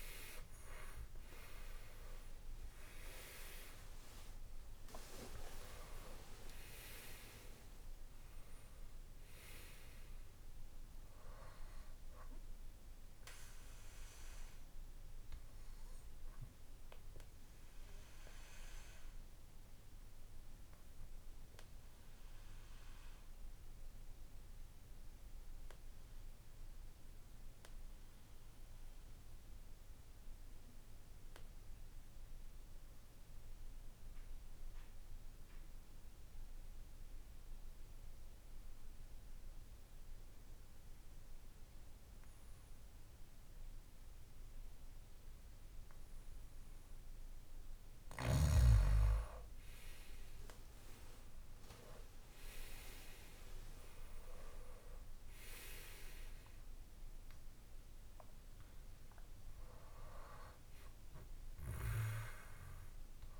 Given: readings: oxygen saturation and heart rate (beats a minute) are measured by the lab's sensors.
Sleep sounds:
breathing in sleep by a room microphone; 1
0.00-1.00 s: arousal
0.00-27.50 s: oxygen desaturation (device-marked, oxygen 89% lowest, heart rate 55 extreme)
13.50-47.50 s: obstructive apnea (oxygen 98% before, 89% lowest, heart rate 64 before, 54 extreme, up 9 after)
49.50-55.00 s: arousal
53.50-63.39 s: oxygen desaturation (device-marked, oxygen 97% before, 91% lowest, heart rate 57 before, 54 extreme)
From the record:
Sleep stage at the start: N2 (light sleep); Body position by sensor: on the back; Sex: male

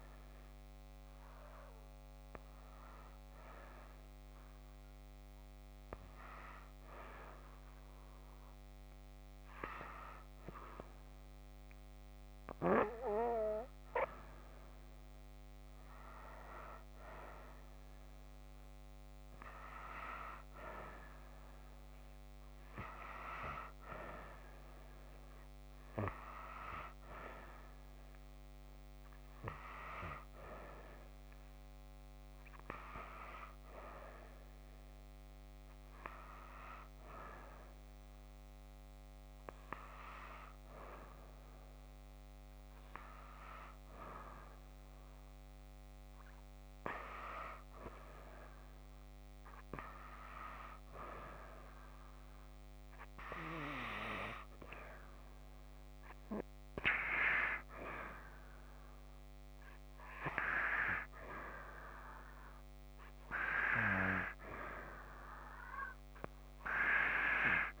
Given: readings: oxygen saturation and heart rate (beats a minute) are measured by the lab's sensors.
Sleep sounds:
breathing in sleep by a microphone on the trachea; 1
4.00-14.00 s: hypopnea (oxygen 93% before, 89% lowest)
17.00-21.00 s: arousal
32.00-48.00 s: oxygen desaturation (device-marked, oxygen 92% before, 89% lowest)
From the record:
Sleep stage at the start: N2 (light sleep); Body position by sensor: on the back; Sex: female

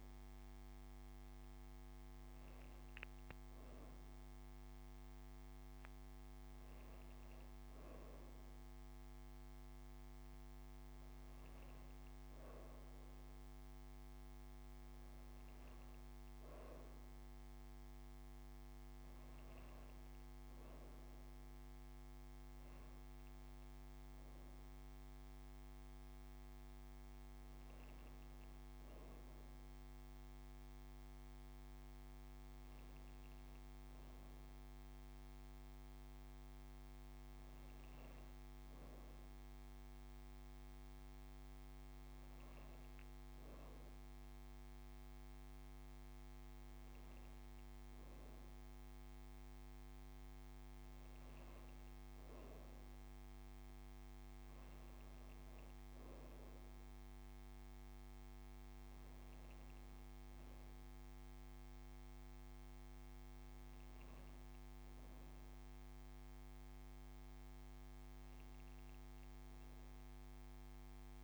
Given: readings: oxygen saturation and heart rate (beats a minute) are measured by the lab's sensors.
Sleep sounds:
breathing in sleep, hard to hear, by a microphone on the trachea; none
20.00-22.00 s: long interval between heartbeats (device-marked)
28.50-30.50 s: long interval between heartbeats (device-marked, heart rate 65 before, 27 extreme)
32.00-34.00 s: long interval between heartbeats (device-marked, heart rate 50 before, 50 extreme)
38.00-40.00 s: long interval between heartbeats (device-marked, heart rate 38 before, 160 extreme)
41.00-43.00 s: long interval between heartbeats (device-marked, heart rate 61 before, 149 extreme)
44.50-46.50 s: long interval between heartbeats (device-marked, heart rate 94 before, 157 extreme)
From the record:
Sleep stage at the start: N2 (light sleep); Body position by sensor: on the right side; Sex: female

